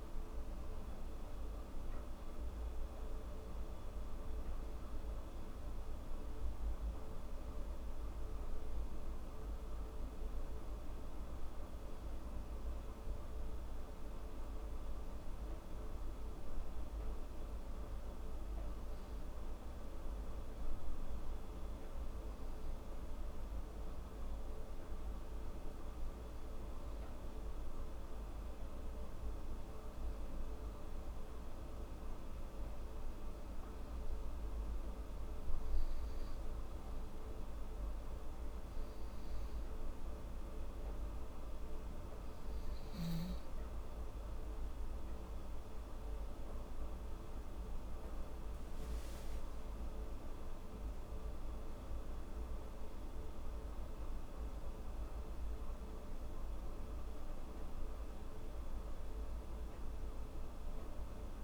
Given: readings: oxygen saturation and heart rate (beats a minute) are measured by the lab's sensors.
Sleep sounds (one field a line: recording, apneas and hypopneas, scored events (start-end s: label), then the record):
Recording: breathing in sleep, hard to hear, by a room microphone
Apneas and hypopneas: none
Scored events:
none scored
From the record:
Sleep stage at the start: N2 (light sleep)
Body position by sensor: on the back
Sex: female